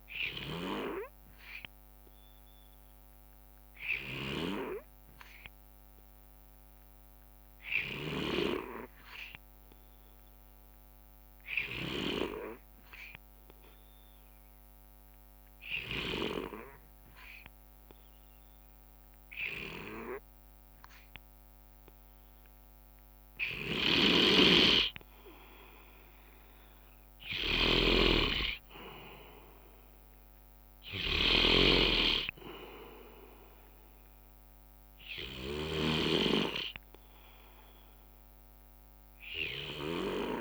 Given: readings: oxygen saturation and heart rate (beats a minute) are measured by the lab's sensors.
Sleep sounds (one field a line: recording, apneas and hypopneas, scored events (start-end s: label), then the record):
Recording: breathing in sleep by a microphone on the trachea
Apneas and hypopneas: 1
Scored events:
0.00-5.00 s: oxygen desaturation (device-marked, oxygen 92% lowest, heart rate 59 extreme)
1.50-23.50 s: obstructive apnea (oxygen 96% before, 90% lowest, heart rate 64 before, 60 extreme, up 5 after)
19.00-40.41 s: oxygen desaturation (device-marked, oxygen 94% before, 90% lowest, heart rate 64 before, 60 extreme)
24.00-35.50 s: snoring (device-marked)
27.00-32.00 s: arousal
From the record:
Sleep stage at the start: N2 (light sleep)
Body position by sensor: on the right side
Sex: male